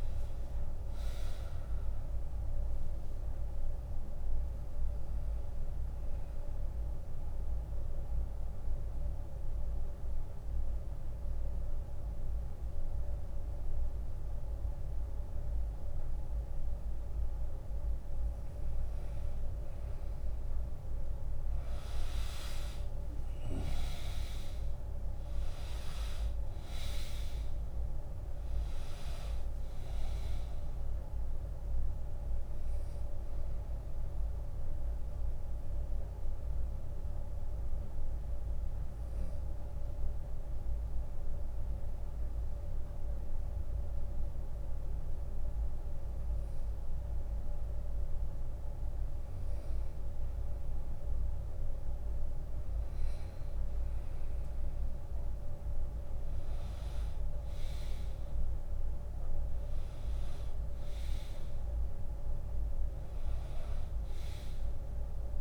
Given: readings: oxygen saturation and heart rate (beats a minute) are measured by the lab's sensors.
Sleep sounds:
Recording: breathing in sleep, hard to hear, by a room microphone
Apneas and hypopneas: 2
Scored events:
6.50-17.00 s: central apnea (oxygen 100% before, 87% lowest, heart rate 74 before, 65 extreme, up 15 after)
12.50-65.41 s: new sleep stage, N2 (light sleep)
19.00-22.00 s: arousal
21.50-46.50 s: oxygen desaturation (device-marked, oxygen 99% before, 87% lowest, heart rate 77 before, 47 extreme)
29.50-31.50 s: long interval between heartbeats (device-marked, heart rate 77 before, 88 extreme)
34.50-46.00 s: obstructive apnea (oxygen 99% before, 87% lowest, heart rate 78 before, 47 extreme, up 5 after)
38.00-40.00 s: long interval between heartbeats (device-marked, heart rate 77 before, 76 extreme)
43.50-45.50 s: long interval between heartbeats (device-marked, heart rate 74 before, 65 extreme)
45.50-49.50 s: bradycardia (device-marked, heart rate 81 before, 48 extreme)
47.00-49.00 s: long interval between heartbeats (device-marked, heart rate 73 before, 70 extreme)
50.00-52.50 s: arousal
59.00-61.00 s: long interval between heartbeats (device-marked, heart rate 66 before, 80 extreme)
60.50-65.41 s: oxygen desaturation (device-marked, oxygen 100% before, 93% lowest, heart rate 67 before, 55 extreme)
From the record:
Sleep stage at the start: N1 (lightest sleep)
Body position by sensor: on the right side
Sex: male

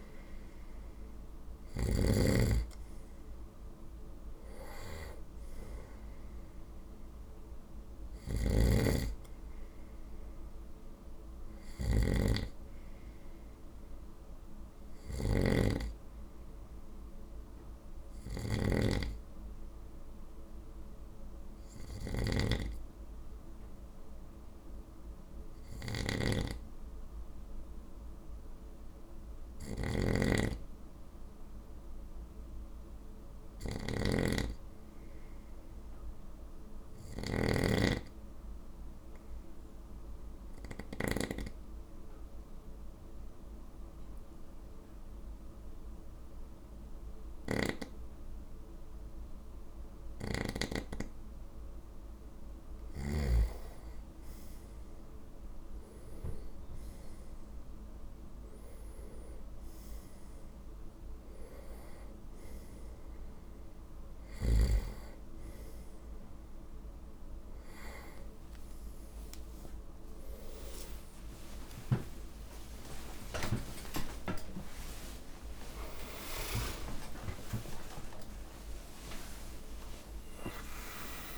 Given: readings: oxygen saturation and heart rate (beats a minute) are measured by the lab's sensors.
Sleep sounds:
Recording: breathing in sleep by a room microphone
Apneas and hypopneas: 1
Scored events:
8.00-37.50 s: snoring (device-marked)
16.50-21.00 s: arousal
36.50-50.50 s: obstructive apnea (oxygen 98% before, 94% lowest, heart rate 49 before, 51 extreme, up 4 after)
47.00-50.50 s: snoring (device-marked)
75.50-81.38 s: new sleep stage, awake
From the record:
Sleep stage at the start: N2 (light sleep)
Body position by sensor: on the right side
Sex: male

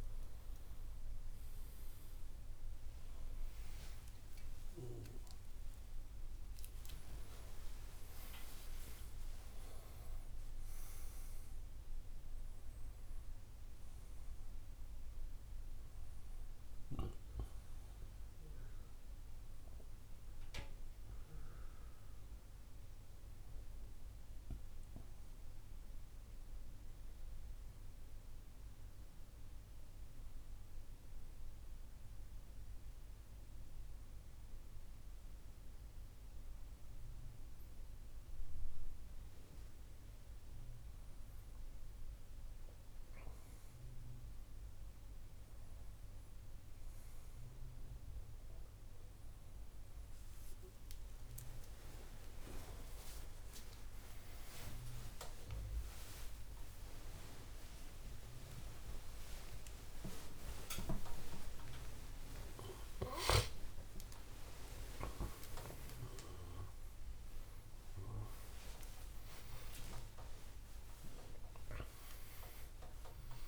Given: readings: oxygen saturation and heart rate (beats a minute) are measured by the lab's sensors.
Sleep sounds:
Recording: a person partly awake in a sleep study, by a room microphone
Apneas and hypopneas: 1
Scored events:
0.00-13.00 s: oxygen desaturation (device-marked, oxygen 93% lowest, heart rate 70 extreme)
3.00-10.00 s: arousal
28.50-39.50 s: central apnea (oxygen 98% before, 95% lowest, heart rate 80 before, 70 extreme, up 10 after)
45.00-63.00 s: oxygen desaturation (device-marked, oxygen 98% before, 95% lowest, heart rate 73 before, 73 extreme)
51.00-73.48 s: new sleep stage, awake
From the record:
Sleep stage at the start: N2 (light sleep)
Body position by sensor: on the right side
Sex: male

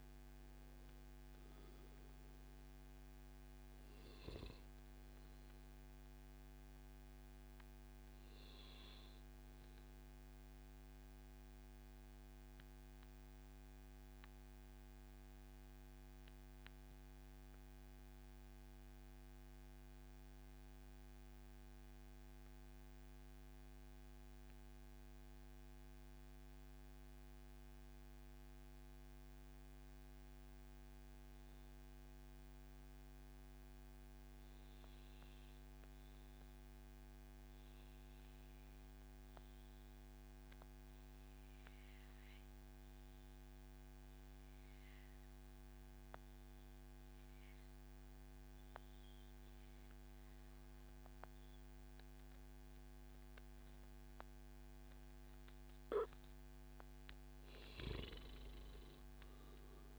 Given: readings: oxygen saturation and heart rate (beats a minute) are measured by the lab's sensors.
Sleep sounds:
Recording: breathing in sleep, hard to hear, by a microphone on the trachea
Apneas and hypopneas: 1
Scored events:
0.00-4.00 s: oxygen desaturation (device-marked, oxygen 93% lowest, heart rate 97 extreme)
8.50-55.50 s: mixed apnea (oxygen 100% before, 92% lowest, heart rate 139 before, 97 extreme, up 1 after)
9.00-11.00 s: long interval between heartbeats (device-marked, heart rate 140 before, 131 extreme)
10.00-26.00 s: oxygen desaturation (device-marked, oxygen 100% before, 93% lowest, heart rate 140 before, 102 extreme)
22.00-24.00 s: long interval between heartbeats (device-marked, heart rate 123 before, 117 extreme)
58.50-59.99 s: arousal
From the record:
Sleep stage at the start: N2 (light sleep)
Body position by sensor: on the back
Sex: male

